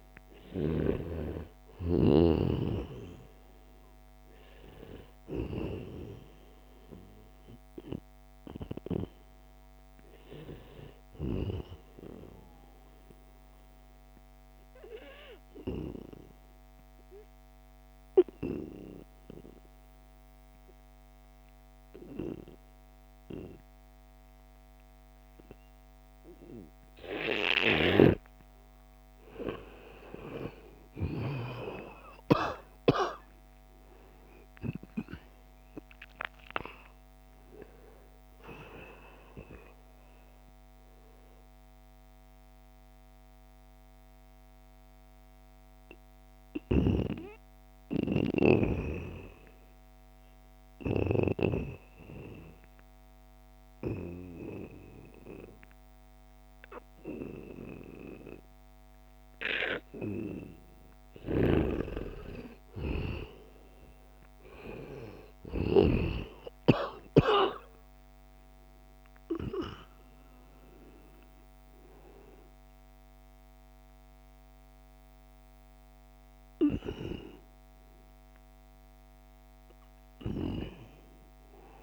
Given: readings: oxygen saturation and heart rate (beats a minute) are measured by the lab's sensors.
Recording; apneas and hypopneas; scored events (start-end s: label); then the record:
breathing in sleep by a microphone on the trachea; 2
7.50-81.83 s: new sleep stage, N2 (light sleep)
14.00-27.50 s: obstructive apnea (oxygen 94% before, 88% lowest, heart rate 77 before, 74 extreme, up 3 after)
29.00-34.50 s: arousal
29.50-56.50 s: oxygen desaturation (device-marked, oxygen 94% before, 88% lowest, heart rate 76 before, 76 extreme)
41.00-60.50 s: mixed apnea (oxygen 94% before, 88% lowest, heart rate 77 before, 76 extreme, up 2 after)
61.00-65.50 s: snoring (device-marked)
62.00-65.50 s: arousal
69.50-81.50 s: oxygen desaturation (device-marked, oxygen 96% before, 91% lowest, heart rate 77 before, 78 extreme)
From the record:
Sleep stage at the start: N1 (lightest sleep); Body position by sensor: on the back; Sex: male